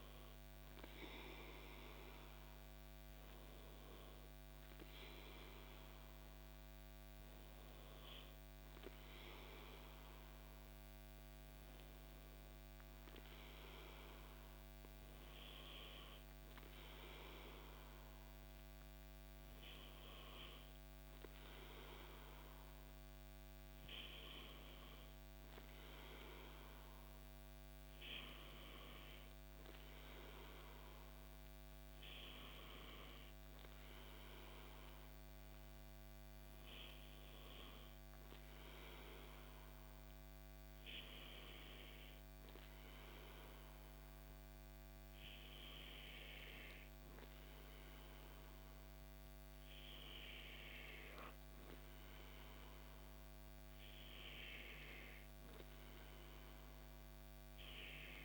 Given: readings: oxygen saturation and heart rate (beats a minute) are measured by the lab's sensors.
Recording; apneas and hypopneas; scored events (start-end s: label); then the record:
breathing in sleep by a microphone on the trachea; none
none scored
From the record:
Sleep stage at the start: N2 (light sleep); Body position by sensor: on the back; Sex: male